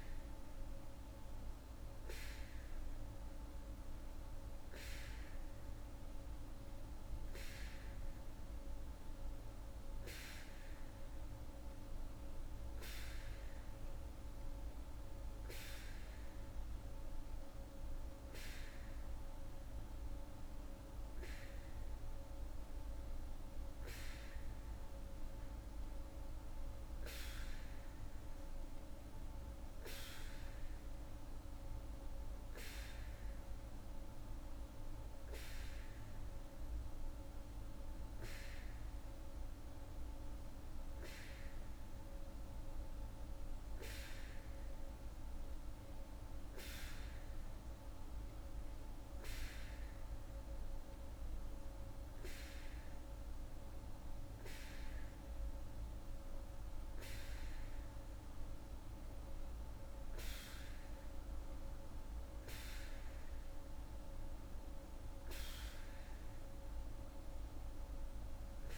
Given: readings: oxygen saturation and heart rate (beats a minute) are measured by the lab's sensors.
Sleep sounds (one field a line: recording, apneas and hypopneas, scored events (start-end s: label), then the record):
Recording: breathing in sleep, hard to hear, by a room microphone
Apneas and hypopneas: none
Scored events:
none scored
From the record:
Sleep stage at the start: N3 (deep sleep)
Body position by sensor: on the back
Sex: female